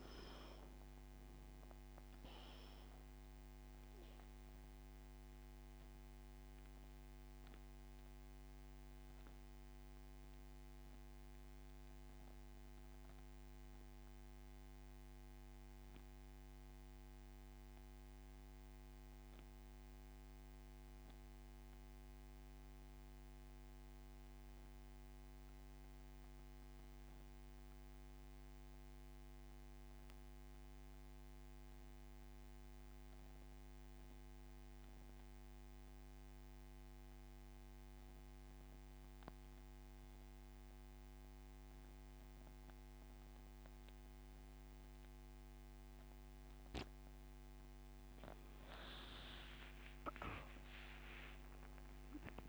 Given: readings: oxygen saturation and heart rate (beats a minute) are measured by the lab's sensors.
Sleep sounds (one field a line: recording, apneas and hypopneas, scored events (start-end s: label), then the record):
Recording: breathing in sleep by a microphone on the trachea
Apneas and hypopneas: 1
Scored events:
0.00-41.50 s: oxygen desaturation (device-marked, oxygen 85% lowest)
4.50-46.50 s: mixed apnea (oxygen 97% before, 84% lowest)
50.00-52.49 s: arousal
From the record:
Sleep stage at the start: N2 (light sleep)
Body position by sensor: on the back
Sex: male